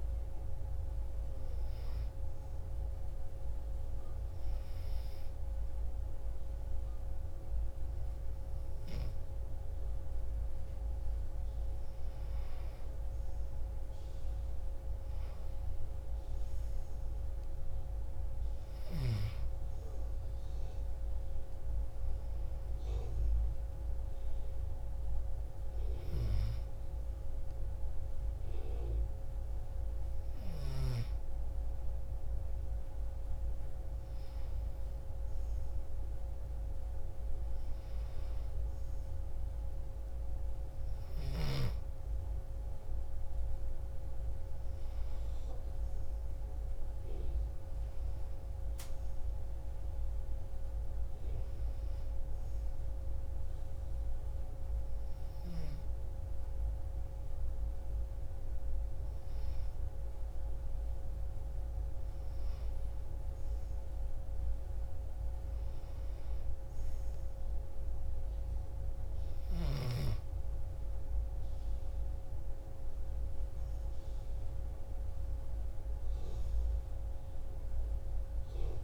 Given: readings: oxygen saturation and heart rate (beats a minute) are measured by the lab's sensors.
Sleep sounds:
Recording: breathing in sleep, hard to hear, by a room microphone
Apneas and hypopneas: 2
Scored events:
1.00-11.00 s: hypopnea (oxygen 96% before, 93% lowest)
13.00-17.00 s: arousal
52.00-62.50 s: hypopnea (oxygen 96% before, 93% lowest)
64.50-69.50 s: arousal
From the record:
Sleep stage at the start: N2 (light sleep)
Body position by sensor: on the back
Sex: female

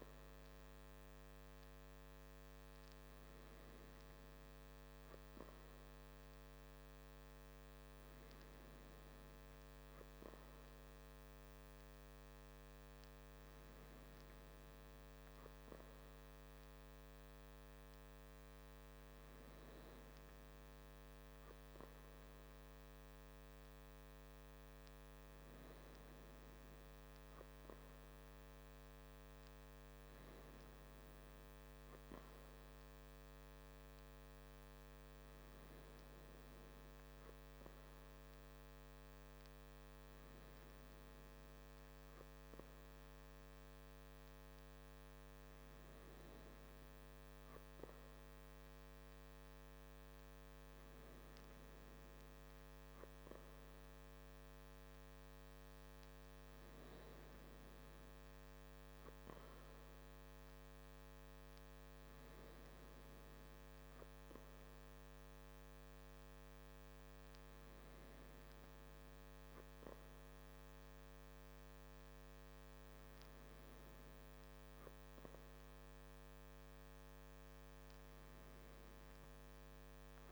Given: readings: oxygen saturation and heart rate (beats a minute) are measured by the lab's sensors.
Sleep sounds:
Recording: breathing in sleep, hard to hear, by a microphone on the trachea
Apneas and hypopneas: none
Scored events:
none scored
From the record:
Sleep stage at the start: N3 (deep sleep)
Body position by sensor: on the back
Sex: male

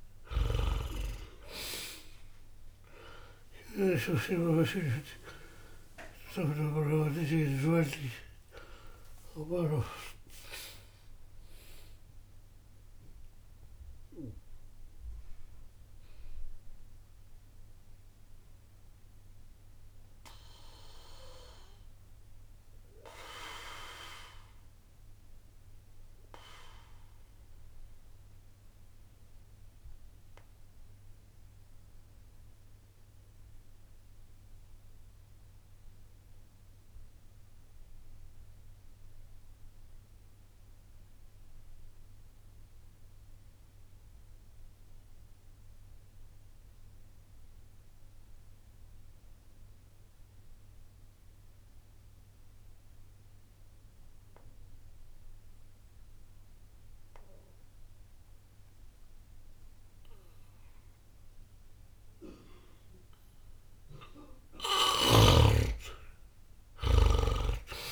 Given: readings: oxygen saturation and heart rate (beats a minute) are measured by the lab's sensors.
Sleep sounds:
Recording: breathing in sleep by a room microphone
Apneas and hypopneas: 1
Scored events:
0.00-18.50 s: oxygen desaturation (device-marked, oxygen 85% lowest, heart rate 60 extreme)
0.50-6.00 s: arousal
6.00-10.00 s: snoring (device-marked)
18.50-63.00 s: obstructive apnea (oxygen 95% before, 73% lowest, heart rate 60 before, 60 extreme, up 10 after)
20.50-40.50 s: oxygen desaturation (device-marked, oxygen 89% before, 73% lowest, heart rate 60 before, 60 extreme)
60.50-67.92 s: oxygen desaturation (device-marked, oxygen 98% before, 74% lowest, heart rate 60 before, 60 extreme)
65.00-67.92 s: snoring (device-marked)
From the record:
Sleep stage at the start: N2 (light sleep)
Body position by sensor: on the back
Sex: male

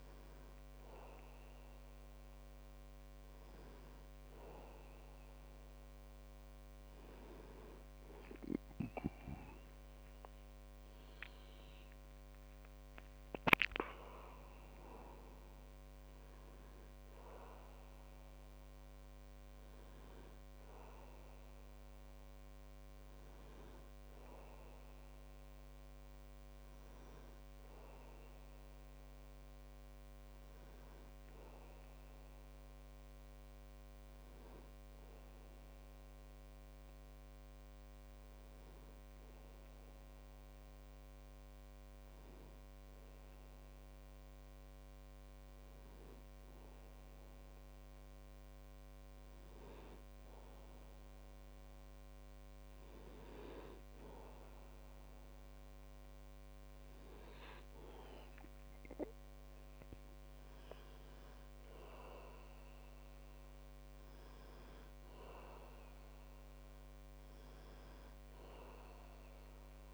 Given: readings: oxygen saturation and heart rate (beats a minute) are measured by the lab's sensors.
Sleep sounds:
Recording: breathing in sleep by a microphone on the trachea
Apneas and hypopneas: 1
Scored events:
11.00-14.00 s: arousal
34.00-49.00 s: hypopnea (oxygen 97% before, 95% lowest, heart rate 57 before, 44 extreme, up 12 after)
53.00-57.50 s: arousal
From the record:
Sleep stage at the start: N1 (lightest sleep)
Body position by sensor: on the back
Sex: male

